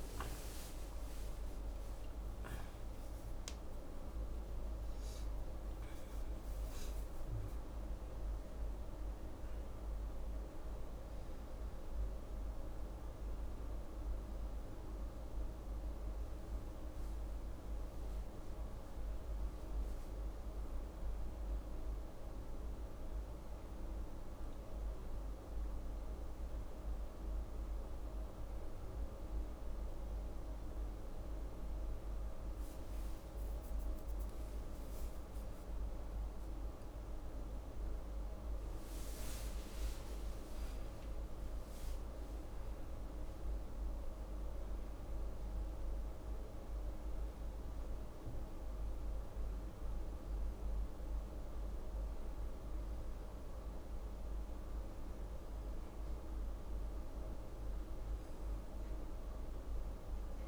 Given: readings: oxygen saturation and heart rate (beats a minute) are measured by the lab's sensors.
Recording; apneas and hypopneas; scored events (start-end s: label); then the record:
a person partly awake in a sleep study, hard to hear, by a room microphone; none
1.50-31.50 s: new sleep stage, awake
31.50-60.48 s: new sleep stage, N1 (lightest sleep)
From the record:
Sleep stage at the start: N1 (lightest sleep); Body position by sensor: on the back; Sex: female